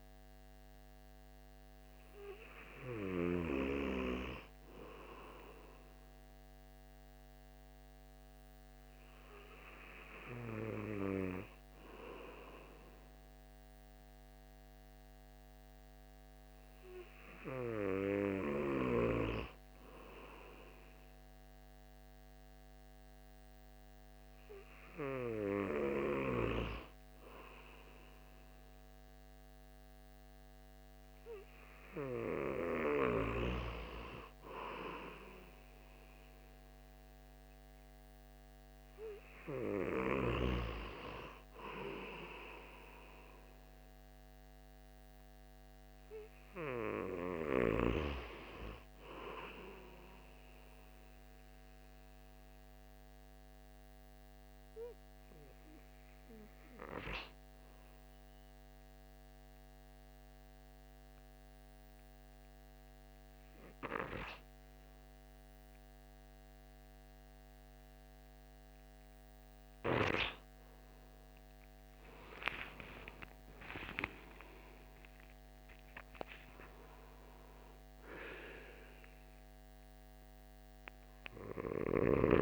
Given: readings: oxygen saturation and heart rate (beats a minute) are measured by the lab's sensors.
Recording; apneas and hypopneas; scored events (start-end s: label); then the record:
breathing in sleep by a microphone on the trachea; 1
0.00-13.50 s: oxygen desaturation (device-marked, oxygen 93% lowest)
6.50-19.00 s: hypopnea (oxygen 96% before, 94% lowest)
21.00-24.00 s: arousal
72.50-77.00 s: arousal
From the record:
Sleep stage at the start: N2 (light sleep); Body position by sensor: on the back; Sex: male